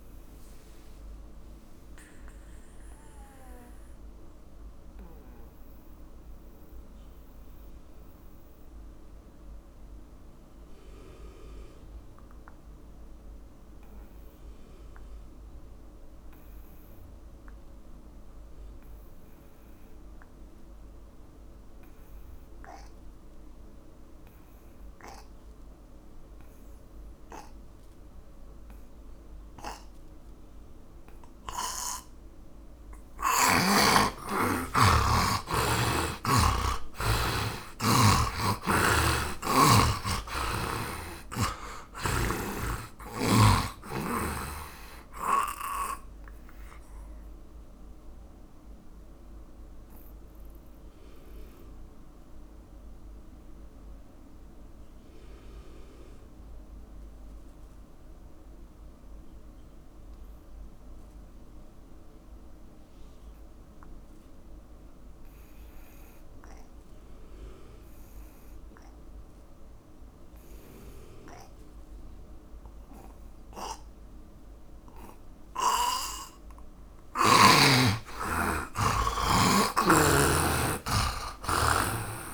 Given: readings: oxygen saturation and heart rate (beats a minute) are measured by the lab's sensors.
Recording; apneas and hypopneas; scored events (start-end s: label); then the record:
breathing in sleep by a room microphone; 2
0.00-14.50 s: oxygen desaturation (device-marked, oxygen 81% lowest, heart rate 48 extreme)
1.00-33.00 s: mixed apnea (oxygen 100% before, 77% lowest, heart rate 71 before, 48 extreme, up 29 after)
22.50-65.50 s: oxygen desaturation (device-marked, oxygen 100% before, 77% lowest, heart rate 71 before, 48 extreme)
35.00-40.50 s: arousal
47.50-77.00 s: mixed apnea (oxygen 100% before, 77% lowest, heart rate 67 before, 56 extreme, up 28 after)
72.50-82.34 s: oxygen desaturation (device-marked, oxygen 100% before, 81% lowest, heart rate 63 before, 56 extreme)
From the record:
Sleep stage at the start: N2 (light sleep); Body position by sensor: on the back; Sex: male